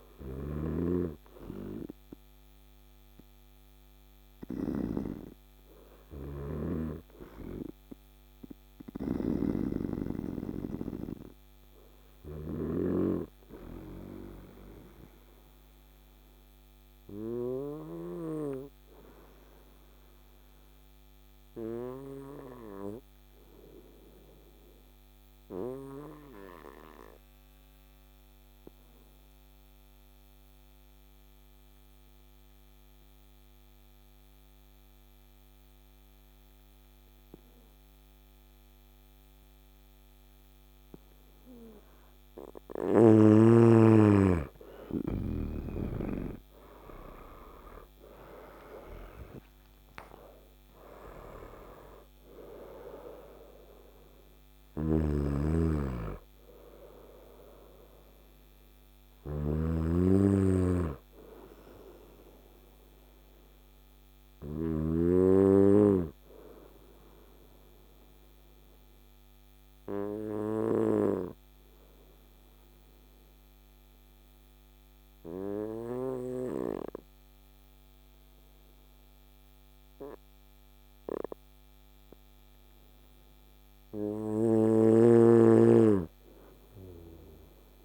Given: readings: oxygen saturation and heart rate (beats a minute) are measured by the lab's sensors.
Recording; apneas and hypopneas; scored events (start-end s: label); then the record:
breathing in sleep by a microphone on the trachea; 2
0.00-6.00 s: snoring (device-marked)
0.00-12.00 s: oxygen desaturation (device-marked, oxygen 92% lowest, heart rate 54 extreme)
13.00-43.00 s: obstructive apnea (oxygen 98% before, 90% lowest, heart rate 60 before, 54 extreme, up 15 after)
33.00-72.00 s: oxygen desaturation (device-marked, oxygen 98% before, 90% lowest, heart rate 57 before, 53 extreme)
45.00-49.00 s: arousal
54.00-64.50 s: snoring (device-marked)
64.50-83.00 s: obstructive apnea (oxygen 97% before, 90% lowest, heart rate 65 before, 53 extreme, up 1 after)
84.00-87.85 s: snoring (device-marked)
84.50-87.50 s: arousal
From the record:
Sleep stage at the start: N2 (light sleep); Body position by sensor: on the right side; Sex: male